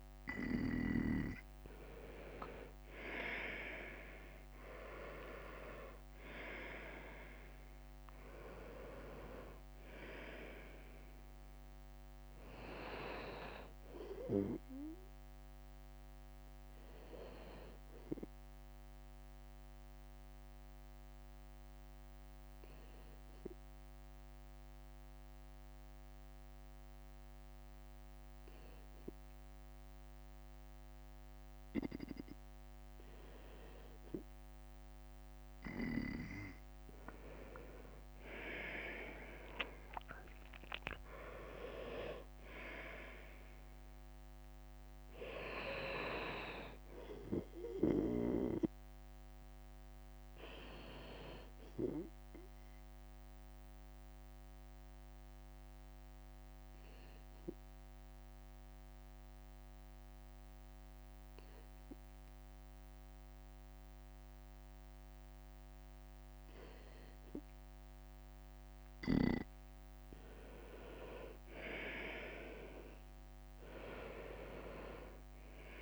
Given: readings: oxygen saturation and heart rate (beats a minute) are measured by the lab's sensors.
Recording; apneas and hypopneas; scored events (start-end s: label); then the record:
breathing in sleep by a microphone on the trachea; 2
0.00-2.00 s: arousal
2.00-6.50 s: leg movement (device-marked)
4.00-17.00 s: drop in pulse transit time (device-marked, heart rate 58 before, 60 extreme)
14.00-31.00 s: bradycardia (device-marked, heart rate 63 before, 57 extreme)
17.50-33.50 s: obstructive apnea (oxygen 97% before, 94% lowest, heart rate 64 before, 56 extreme, up 10 after)
37.00-40.00 s: arousal
46.00-69.00 s: bradycardia (device-marked, heart rate 62 before, 54 extreme)
52.00-66.00 s: obstructive apnea (oxygen 99% before, 95% lowest, heart rate 63 before, 54 extreme, up 7 after)
71.00-74.00 s: arousal
From the record:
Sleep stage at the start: N2 (light sleep); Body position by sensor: on the right side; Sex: male